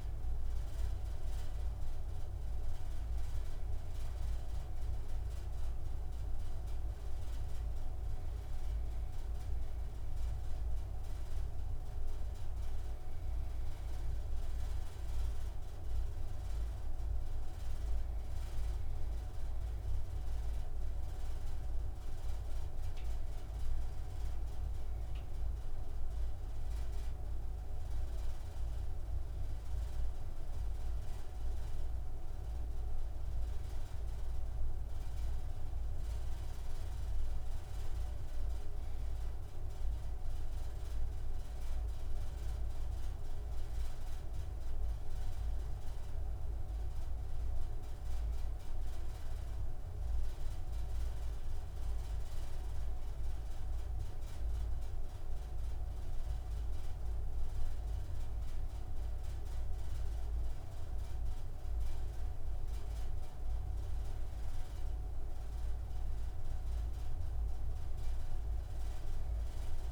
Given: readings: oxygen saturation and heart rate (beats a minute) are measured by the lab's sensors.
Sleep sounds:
breathing in sleep, hard to hear, by a room microphone; none
none scored
From the record:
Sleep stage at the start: N2 (light sleep); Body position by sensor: on the right side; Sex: male

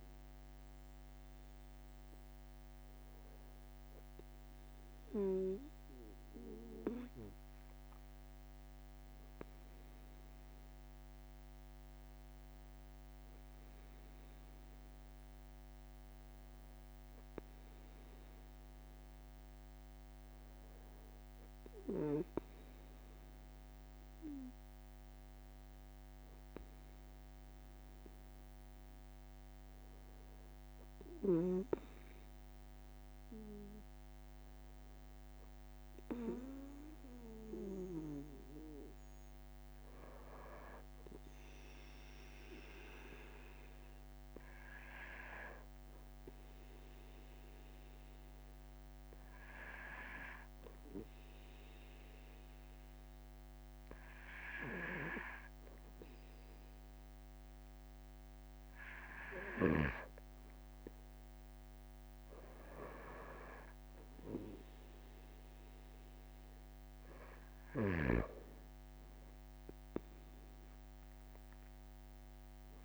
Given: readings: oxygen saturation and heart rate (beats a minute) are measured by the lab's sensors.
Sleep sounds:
breathing in sleep by a microphone on the trachea; 1
24.50-26.50 s: long interval between heartbeats (device-marked)
33.00-35.00 s: long interval between heartbeats (device-marked)
43.00-66.00 s: obstructive apnea (oxygen 95% before, 93% lowest)
53.00-55.00 s: long interval between heartbeats (device-marked)
61.00-63.00 s: long interval between heartbeats (device-marked)
66.00-68.00 s: long interval between heartbeats (device-marked)
69.00-72.50 s: arousal
From the record:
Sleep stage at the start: N2 (light sleep); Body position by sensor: on the right side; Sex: male

